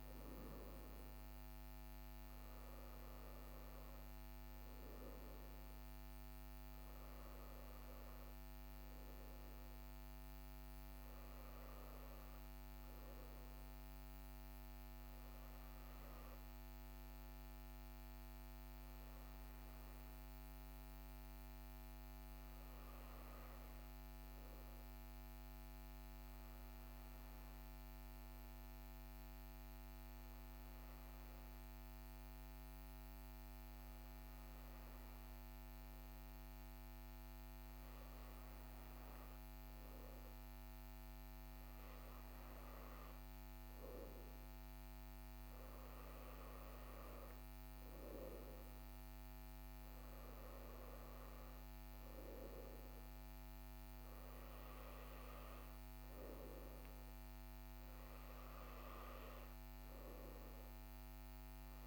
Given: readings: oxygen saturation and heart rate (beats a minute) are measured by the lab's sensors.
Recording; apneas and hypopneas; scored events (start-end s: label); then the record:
breathing in sleep, hard to hear, by a microphone on the trachea; 1
26.00-40.00 s: hypopnea (oxygen 96% before, 94% lowest, heart rate 42 before, 41 extreme, up 1 after)
43.50-47.00 s: arousal
From the record:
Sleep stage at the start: N1 (lightest sleep); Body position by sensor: on the right side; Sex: male